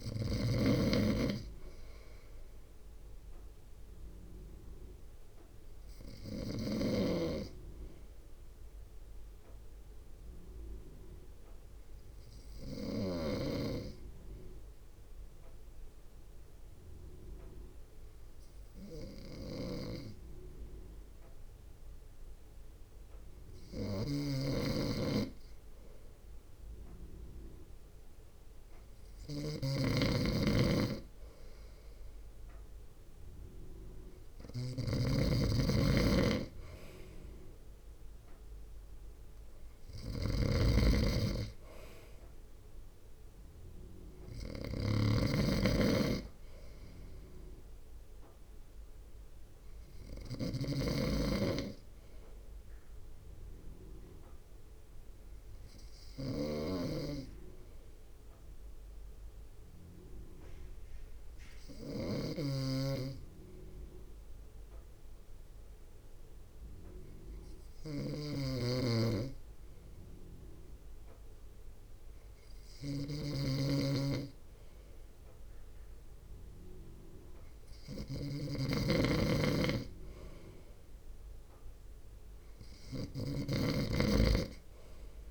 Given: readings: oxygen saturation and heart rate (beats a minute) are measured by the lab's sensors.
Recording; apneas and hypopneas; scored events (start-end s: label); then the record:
breathing in sleep by a room microphone; 2
0.00-2.50 s: drop in pulse transit time (device-marked, heart rate 55 extreme)
0.50-4.00 s: arousal
6.00-26.50 s: hypopnea (oxygen 96% before, 95% lowest, heart rate 59 before, 56 extreme, up 0 after)
19.50-85.31 s: snoring (device-marked)
24.50-29.50 s: drop in pulse transit time (device-marked, heart rate 58 before, 57 extreme)
29.50-32.50 s: arousal
37.50-53.50 s: drop in pulse transit time (device-marked, heart rate 58 before, 56 extreme)
51.00-54.00 s: arousal
57.00-73.50 s: hypopnea (oxygen 97% before, 95% lowest, heart rate 58 before, 53 extreme, up 1 after)
75.50-78.50 s: arousal
83.50-85.31 s: drop in pulse transit time (device-marked, heart rate 59 before, 53 extreme)
From the record:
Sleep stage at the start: N2 (light sleep); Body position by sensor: on the front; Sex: male